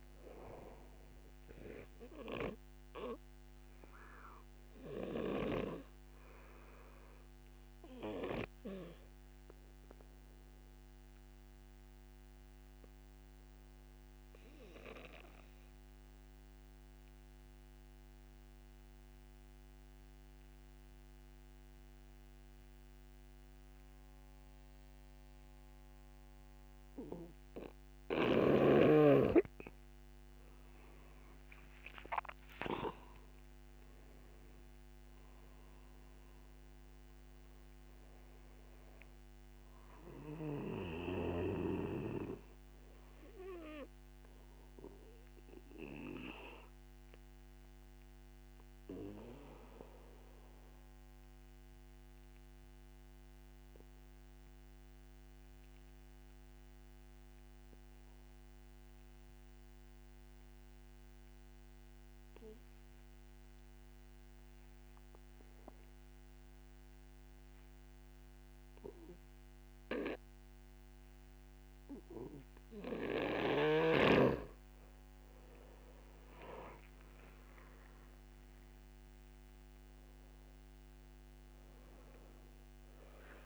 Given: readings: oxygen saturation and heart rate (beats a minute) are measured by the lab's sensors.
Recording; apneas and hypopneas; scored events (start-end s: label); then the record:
breathing in sleep by a microphone on the trachea; 2
0.00-18.50 s: oxygen desaturation (device-marked, oxygen 86% lowest, heart rate 37 extreme)
4.00-28.00 s: obstructive apnea (oxygen 97% before, 86% lowest, heart rate 62 before, 37 extreme, up 1 after)
28.50-54.50 s: oxygen desaturation (device-marked, oxygen 97% before, 87% lowest, heart rate 67 before, 37 extreme)
31.50-36.50 s: arousal
46.00-73.50 s: obstructive apnea (oxygen 97% before, 85% lowest, heart rate 53 before, 49 extreme, up 3 after)
69.50-83.46 s: oxygen desaturation (device-marked, oxygen 97% before, 85% lowest, heart rate 65 before, 49 extreme)
75.00-79.50 s: arousal
From the record:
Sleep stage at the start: N2 (light sleep); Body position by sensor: on the back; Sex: male